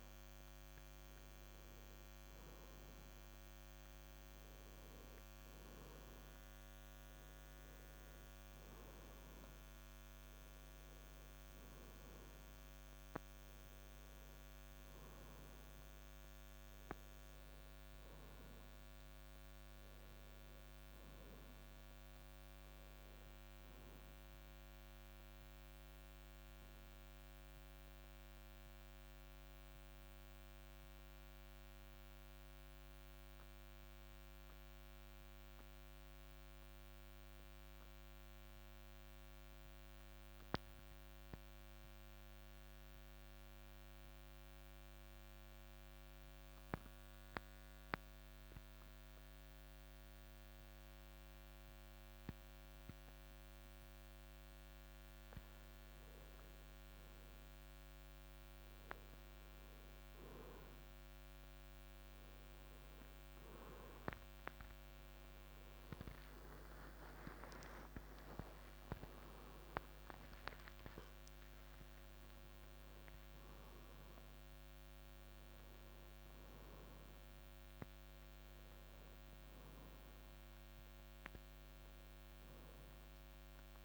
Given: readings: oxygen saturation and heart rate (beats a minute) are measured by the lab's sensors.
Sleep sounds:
breathing in sleep, hard to hear, by a microphone on the trachea; 1
10.50-41.50 s: oxygen desaturation (device-marked, oxygen 95% before, 90% lowest, heart rate 55 before, 50 extreme)
21.00-24.50 s: arousal
28.50-52.50 s: central apnea (oxygen 95% before, 88% lowest, heart rate 56 before, 50 extreme, up 3 after)
55.50-60.50 s: arousal
61.50-77.50 s: oxygen desaturation (device-marked, oxygen 95% before, 90% lowest, heart rate 55 before, 53 extreme)
62.50-83.85 s: new sleep stage, N1 (lightest sleep)
From the record:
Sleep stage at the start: N2 (light sleep); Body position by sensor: on the right side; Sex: male

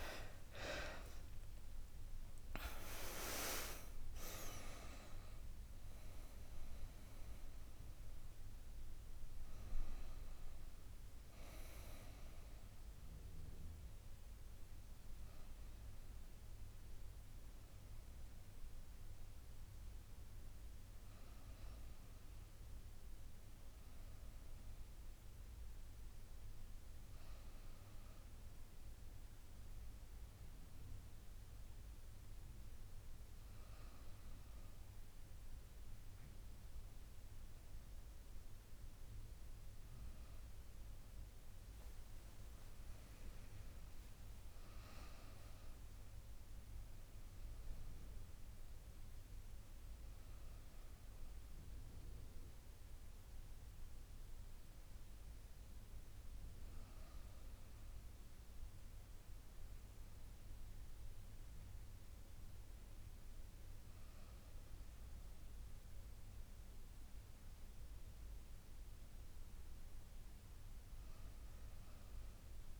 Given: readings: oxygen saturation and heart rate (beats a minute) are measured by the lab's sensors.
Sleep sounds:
breathing in sleep by a room microphone; none
0.00-4.50 s: tachycardia (device-marked, heart rate 109 extreme)
0.00-8.50 s: oxygen desaturation (device-marked, oxygen 86% lowest, heart rate 74 extreme)
0.00-13.50 s: drop in pulse transit time (device-marked, heart rate 78 extreme)
From the record:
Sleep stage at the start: N1 (lightest sleep); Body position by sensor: on the back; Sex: female

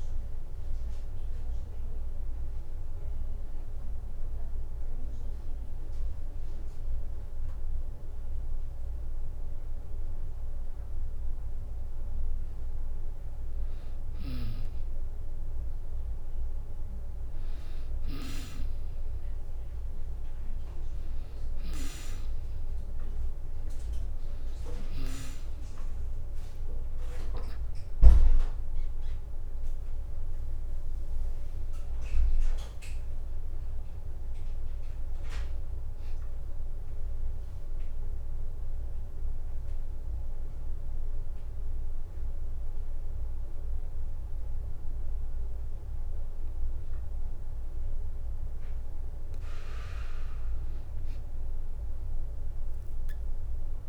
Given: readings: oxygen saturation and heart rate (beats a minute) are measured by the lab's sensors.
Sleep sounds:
breathing in sleep by a room microphone; none
21.50-32.50 s: oxygen desaturation (device-marked, oxygen 97% before, 93% lowest, heart rate 64 before, 63 extreme)
From the record:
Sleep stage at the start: N2 (light sleep); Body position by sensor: on the back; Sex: female

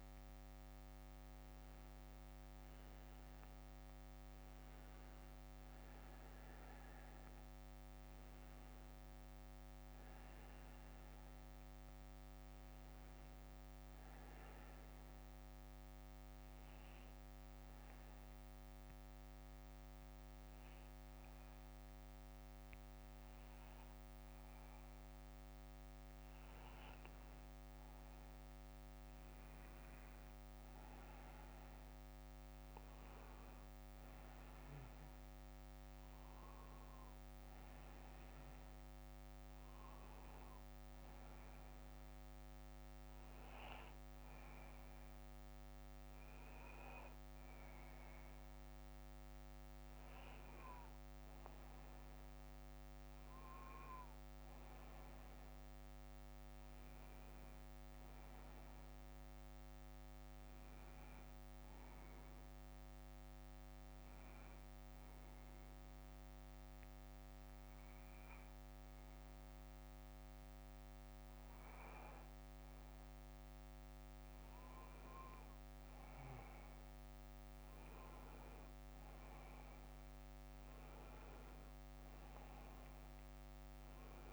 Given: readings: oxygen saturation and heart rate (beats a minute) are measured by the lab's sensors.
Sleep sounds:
breathing in sleep, hard to hear, by a microphone on the trachea; 3
4.50-20.50 s: oxygen desaturation (device-marked, oxygen 97% before, 94% lowest, heart rate 65 before, 56 extreme)
9.50-25.50 s: bradycardia (device-marked, heart rate 64 before, 56 extreme)
17.50-27.50 s: obstructive apnea (oxygen 97% before, 92% lowest, heart rate 62 before, 57 extreme, up 12 after)
18.50-84.33 s: new sleep stage, N2 (light sleep)
31.00-35.50 s: arousal
42.50-52.50 s: hypopnea (oxygen 95% before, 91% lowest, heart rate 62 before, 58 extreme, up 11 after)
44.50-49.50 s: bradycardia (device-marked, heart rate 64 before, 59 extreme)
56.00-60.50 s: arousal
60.50-64.50 s: bradycardia (device-marked, heart rate 64 before, 58 extreme)
66.00-76.50 s: obstructive apnea (oxygen 95% before, 91% lowest, heart rate 61 before, 56 extreme, up 11 after)
79.00-83.50 s: arousal
From the record:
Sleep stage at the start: N1 (lightest sleep); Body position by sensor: on the back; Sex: male

